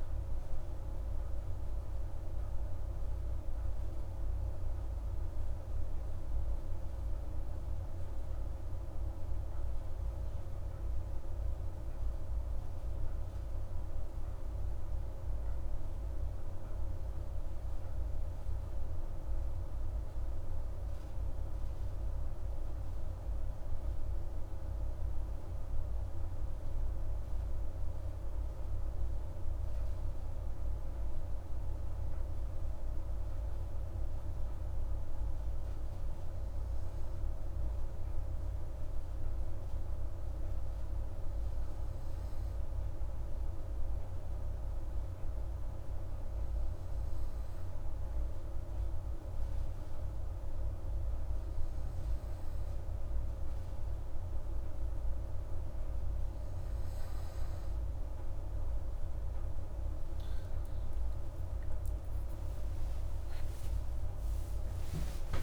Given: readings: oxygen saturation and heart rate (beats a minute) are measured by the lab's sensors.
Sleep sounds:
breathing in sleep, hard to hear, by a room microphone; none
none scored
From the record:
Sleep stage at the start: N2 (light sleep); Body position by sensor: on the right side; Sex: female

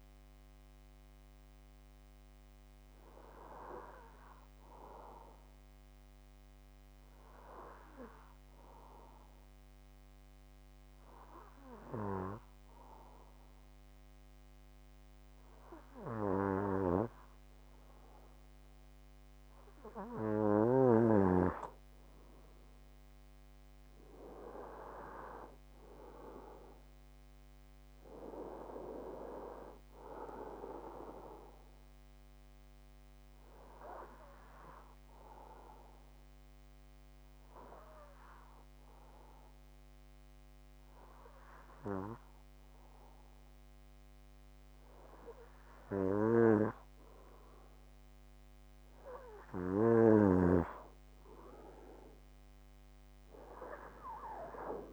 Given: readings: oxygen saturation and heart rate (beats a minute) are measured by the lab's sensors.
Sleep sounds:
breathing in sleep by a microphone on the trachea; 2
0.00-10.00 s: oxygen desaturation (device-marked, oxygen 91% lowest)
6.00-17.50 s: obstructive apnea (oxygen 96% before, 91% lowest)
19.00-23.00 s: arousal
25.00-47.00 s: oxygen desaturation (device-marked, oxygen 96% before, 92% lowest)
32.00-47.50 s: obstructive apnea (oxygen 96% before, 92% lowest)
53.50-54.93 s: arousal
From the record:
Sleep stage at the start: N2 (light sleep); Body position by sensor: on the back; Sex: male

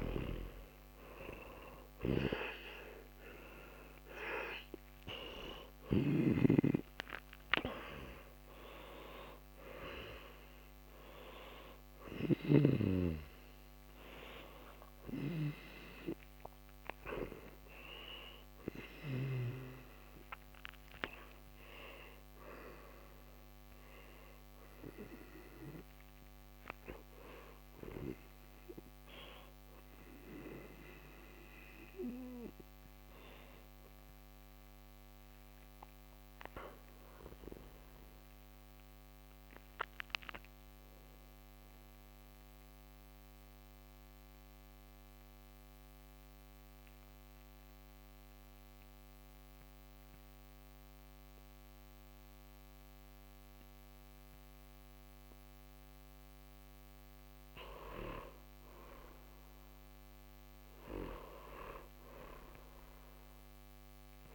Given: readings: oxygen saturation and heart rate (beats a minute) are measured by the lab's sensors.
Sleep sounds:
breathing in sleep by a microphone on the trachea; 1
0.00-3.50 s: arousal
0.00-6.00 s: snoring (device-marked)
0.00-35.50 s: oxygen desaturation (device-marked, oxygen 85% lowest, heart rate 55 extreme)
37.00-41.00 s: arousal
43.00-57.50 s: mixed apnea (oxygen 97% before, 95% lowest, heart rate 69 before, 57 extreme, up 9 after)
60.50-64.35 s: arousal
From the record:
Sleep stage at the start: N1 (lightest sleep); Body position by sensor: on the back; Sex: male

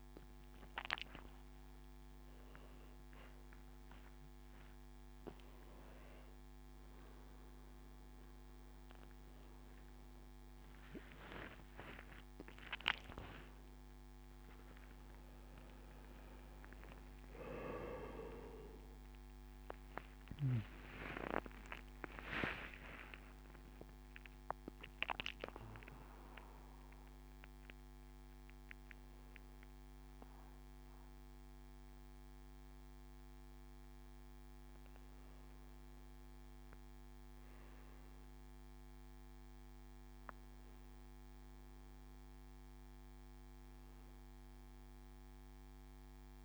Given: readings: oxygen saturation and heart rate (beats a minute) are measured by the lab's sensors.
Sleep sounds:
a person awake in a sleep study, by a microphone on the trachea; none
none scored
From the record:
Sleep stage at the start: awake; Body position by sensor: on the back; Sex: male

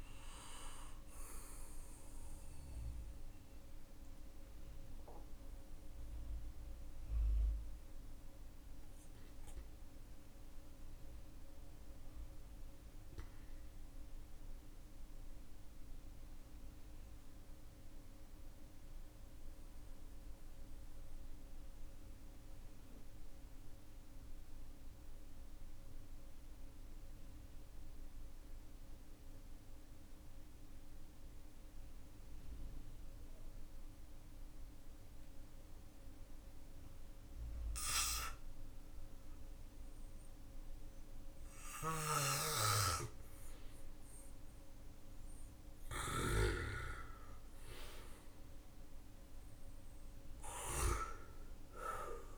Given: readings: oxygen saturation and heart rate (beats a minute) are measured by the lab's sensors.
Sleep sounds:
breathing in sleep by a room microphone; 1
0.00-20.50 s: oxygen desaturation (device-marked, oxygen 91% lowest, heart rate 44 extreme)
15.00-39.50 s: mixed apnea (oxygen 96% before, 92% lowest, heart rate 52 before, 46 extreme, up 15 after)
33.50-52.38 s: oxygen desaturation (device-marked, oxygen 99% before, 92% lowest, heart rate 50 before, 44 extreme)
41.00-45.50 s: snoring (device-marked)
42.00-47.50 s: arousal
From the record:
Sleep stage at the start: N2 (light sleep); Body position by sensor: on the back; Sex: male

